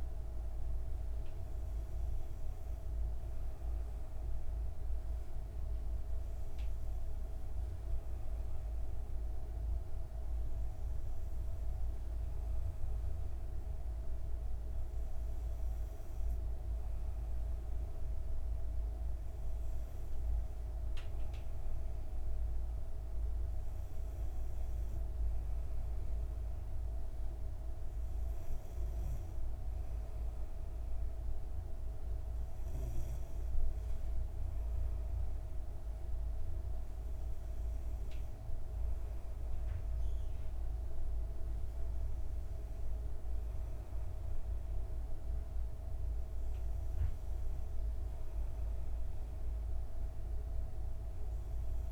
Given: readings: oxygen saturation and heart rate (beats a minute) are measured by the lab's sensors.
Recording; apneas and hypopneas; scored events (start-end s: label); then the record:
breathing in sleep, hard to hear, by a room microphone; none
none scored
From the record:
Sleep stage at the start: N2 (light sleep); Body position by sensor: on the back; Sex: female